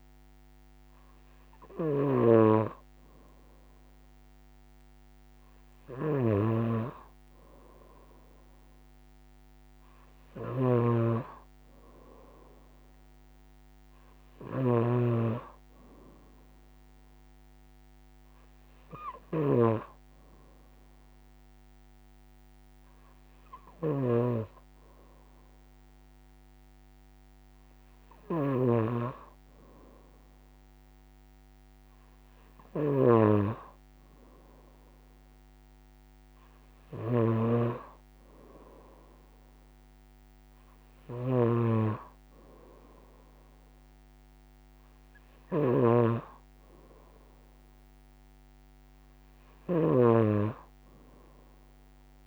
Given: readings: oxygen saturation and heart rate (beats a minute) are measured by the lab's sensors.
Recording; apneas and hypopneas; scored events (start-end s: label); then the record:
breathing in sleep by a microphone on the trachea; none
none scored
From the record:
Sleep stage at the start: N2 (light sleep); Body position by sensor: on the right side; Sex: female